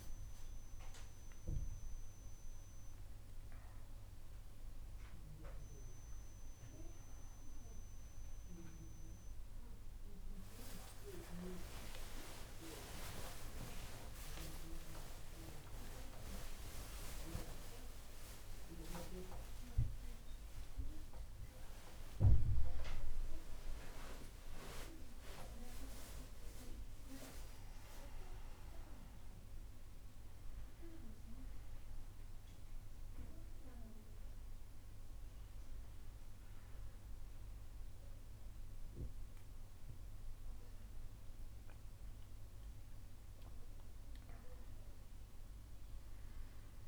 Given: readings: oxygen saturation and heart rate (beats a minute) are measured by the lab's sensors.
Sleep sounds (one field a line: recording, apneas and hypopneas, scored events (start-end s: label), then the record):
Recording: a person awake in a sleep study, by a room microphone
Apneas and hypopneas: none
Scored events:
none scored
From the record:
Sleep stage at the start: awake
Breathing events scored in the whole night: 528 in 6.7 hours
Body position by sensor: on the back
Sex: male